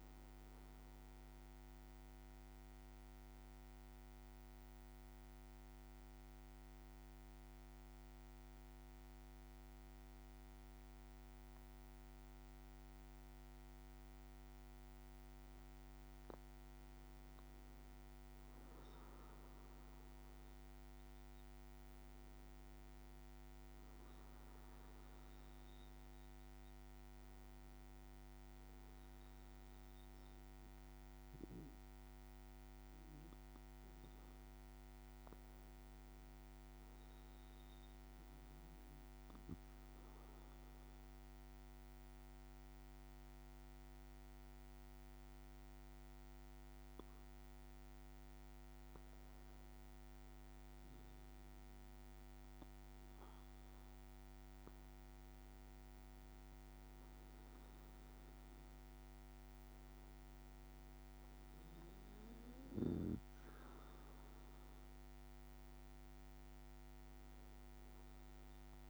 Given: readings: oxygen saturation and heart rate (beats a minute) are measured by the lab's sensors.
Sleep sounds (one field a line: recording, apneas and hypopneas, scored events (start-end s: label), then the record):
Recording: breathing in sleep, hard to hear, by a microphone on the trachea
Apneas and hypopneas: 2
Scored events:
0.00-11.50 s: oxygen desaturation (device-marked, oxygen 94% lowest, heart rate 53 extreme)
1.50-15.50 s: mixed apnea (oxygen 98% before, 94% lowest, heart rate 56 before, 53 extreme, up 4 after)
16.50-21.50 s: arousal
36.50-48.50 s: central apnea (oxygen 98% before, 94% lowest, heart rate 55 before, 53 extreme, up 2 after)
53.00-57.50 s: arousal
From the record:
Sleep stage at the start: N2 (light sleep)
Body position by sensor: on the back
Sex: male